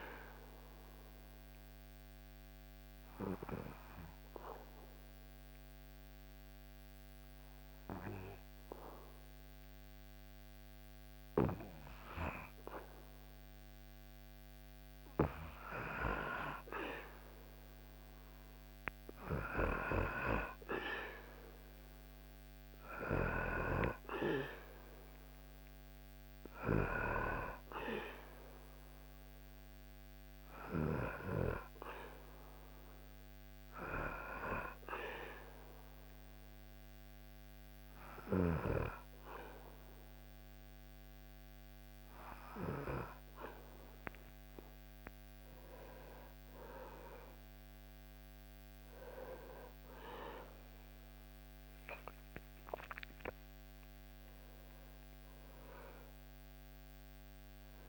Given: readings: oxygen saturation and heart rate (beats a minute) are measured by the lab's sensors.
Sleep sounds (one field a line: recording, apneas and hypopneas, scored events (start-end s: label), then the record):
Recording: breathing in sleep by a microphone on the trachea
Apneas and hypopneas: 2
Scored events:
0.50-14.50 s: obstructive apnea (oxygen 97% before, 94% lowest, heart rate 73 before, 67 extreme, up 2 after)
18.00-23.50 s: arousal
35.00-47.50 s: hypopnea (oxygen 97% before, 94% lowest, heart rate 72 before, 64 extreme, up 11 after)
51.00-55.50 s: arousal
From the record:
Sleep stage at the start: N2 (light sleep)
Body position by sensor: on the back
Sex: male